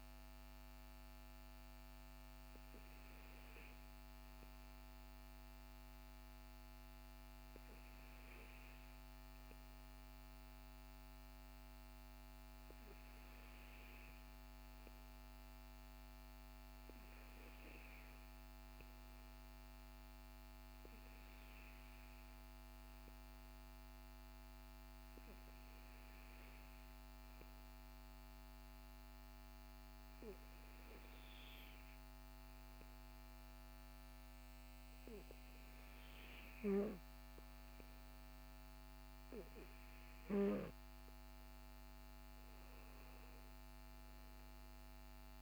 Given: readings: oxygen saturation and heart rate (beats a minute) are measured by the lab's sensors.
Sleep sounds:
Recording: breathing in sleep, hard to hear, by a microphone on the trachea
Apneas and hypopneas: none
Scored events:
none scored
From the record:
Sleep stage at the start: N2 (light sleep)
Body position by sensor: on the back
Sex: male

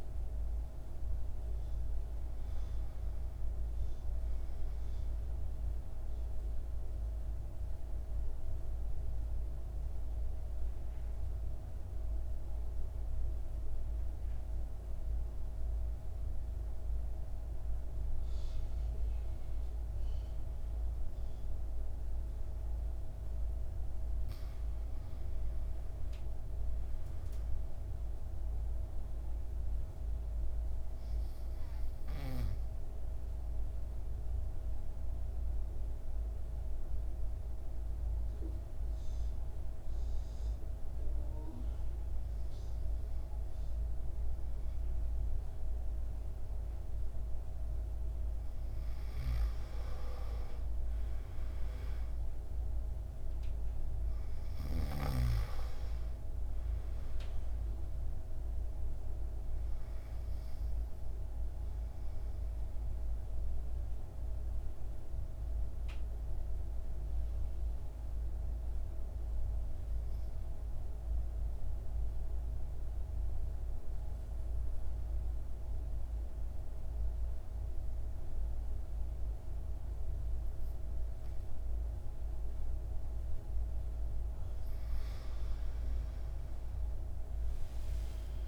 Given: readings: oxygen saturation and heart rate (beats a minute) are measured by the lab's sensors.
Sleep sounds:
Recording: breathing in sleep, hard to hear, by a room microphone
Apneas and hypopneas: 3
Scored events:
0.00-22.00 s: oxygen desaturation (device-marked, oxygen 84% lowest, heart rate 53 extreme)
5.50-21.50 s: obstructive apnea (oxygen 100% before, 84% lowest, heart rate 63 before, 54 extreme, up 3 after)
24.50-28.00 s: arousal
32.00-48.50 s: obstructive apnea (oxygen 100% before, 86% lowest, heart rate 57 before, 53 extreme, up 5 after)
34.00-45.00 s: oxygen desaturation (device-marked, oxygen 99% before, 93% lowest, heart rate 57 before, 53 extreme)
50.50-54.50 s: arousal
54.00-78.00 s: oxygen desaturation (device-marked, oxygen 97% before, 91% lowest, heart rate 56 before, 53 extreme)
62.00-84.00 s: obstructive apnea (oxygen 97% before, 86% lowest, heart rate 58 before, 51 extreme, up 12 after)
87.00-88.48 s: arousal
From the record:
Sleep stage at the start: N2 (light sleep)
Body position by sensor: on the back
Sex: male

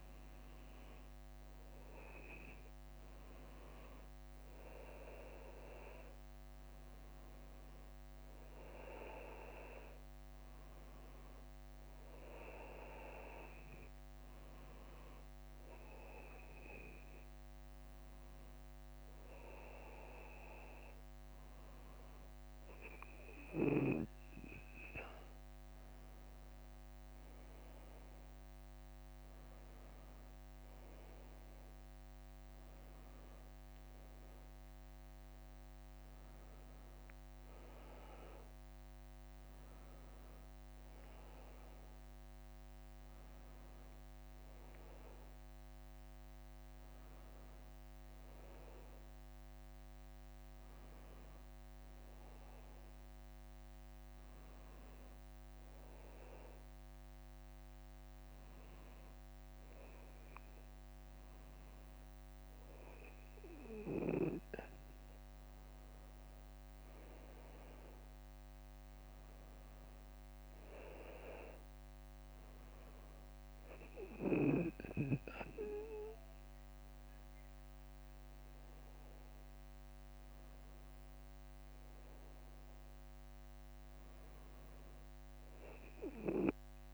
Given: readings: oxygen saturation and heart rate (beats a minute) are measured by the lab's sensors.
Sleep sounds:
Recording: breathing in sleep by a microphone on the trachea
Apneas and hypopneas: none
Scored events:
80.50-81.50 s: leg movement (device-marked)
82.50-86.50 s: leg movement (device-marked)
85.00-86.94 s: arousal
From the record:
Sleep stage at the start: N2 (light sleep)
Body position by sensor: on the back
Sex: male

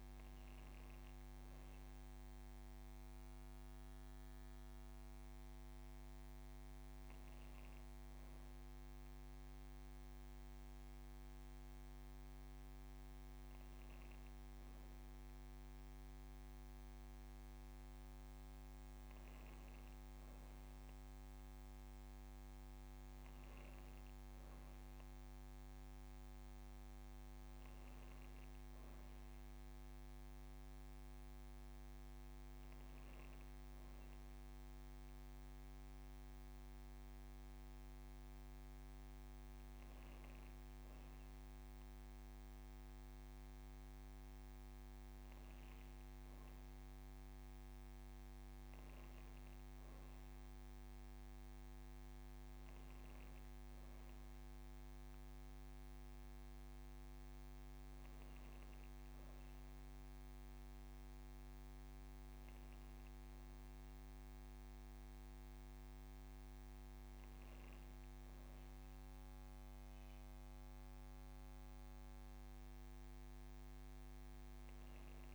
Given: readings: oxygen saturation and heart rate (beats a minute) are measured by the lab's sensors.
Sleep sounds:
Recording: breathing in sleep, hard to hear, by a microphone on the trachea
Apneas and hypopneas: none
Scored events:
30.50-75.35 s: new sleep stage, N2 (light sleep)
From the record:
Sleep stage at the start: N1 (lightest sleep)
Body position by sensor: on the back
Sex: female

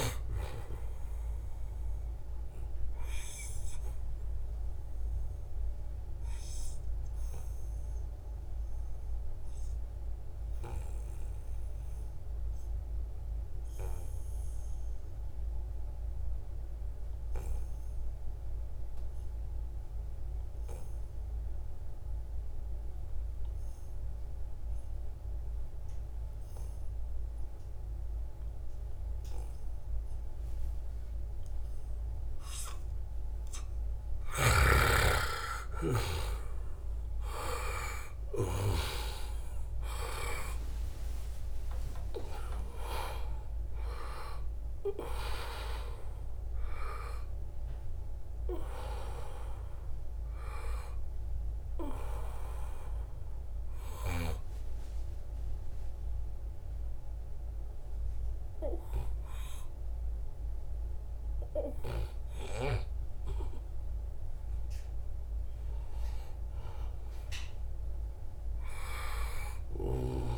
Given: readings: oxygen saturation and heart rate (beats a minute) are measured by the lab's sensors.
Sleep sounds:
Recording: breathing in sleep by a room microphone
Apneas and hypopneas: 2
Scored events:
0.00-15.00 s: oxygen desaturation (device-marked, oxygen 89% lowest, heart rate 69 extreme)
1.50-34.00 s: obstructive apnea (oxygen 98% before, 88% lowest, heart rate 75 before, 69 extreme, up 4 after)
30.00-60.00 s: oxygen desaturation (device-marked, oxygen 97% before, 88% lowest, heart rate 72 before, 69 extreme)
36.00-41.00 s: arousal
42.00-44.00 s: long interval between heartbeats (device-marked, heart rate 71 before, 85 extreme)
51.50-62.50 s: obstructive apnea (oxygen 97% before, 88% lowest, heart rate 79 before, 74 extreme, up 1 after)
65.00-68.50 s: arousal
From the record:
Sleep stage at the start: N2 (light sleep)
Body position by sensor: on the back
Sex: male

